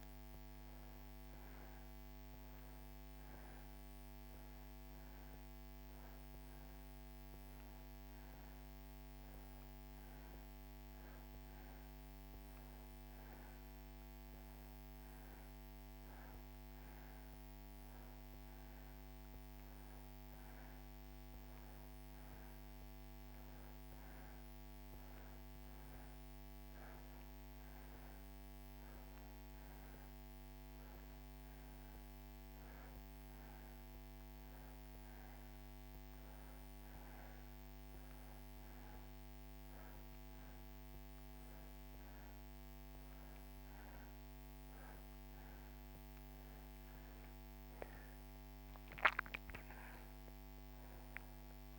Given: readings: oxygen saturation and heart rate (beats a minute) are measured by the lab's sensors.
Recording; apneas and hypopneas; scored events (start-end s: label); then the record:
breathing in sleep, hard to hear, by a microphone on the trachea; none
none scored
From the record:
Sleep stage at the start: N2 (light sleep); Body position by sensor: on the back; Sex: male